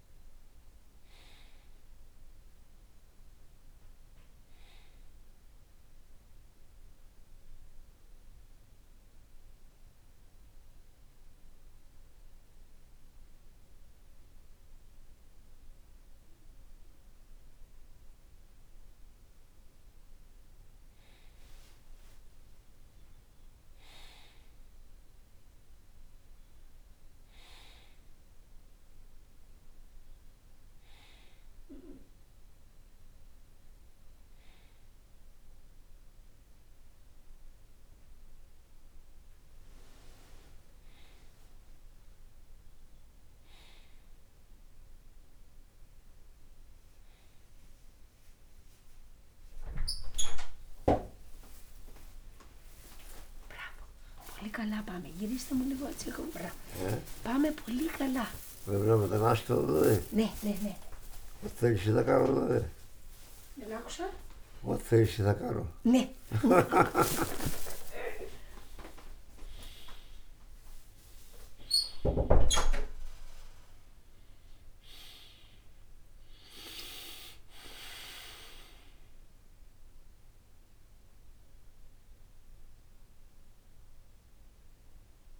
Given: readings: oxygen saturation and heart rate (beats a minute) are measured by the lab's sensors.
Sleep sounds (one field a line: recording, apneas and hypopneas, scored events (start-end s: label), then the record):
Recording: a person partly awake in a sleep study, by a room microphone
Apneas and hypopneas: 1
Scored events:
0.50-3.50 s: arousal
6.50-19.50 s: obstructive apnea (oxygen 96% before, 94% lowest, heart rate 50 before, 47 extreme, up 4 after)
21.00-25.50 s: arousal
60.00-85.40 s: new sleep stage, awake
61.00-66.50 s: snoring (device-marked)
From the record:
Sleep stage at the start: N2 (light sleep)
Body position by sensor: on the back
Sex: male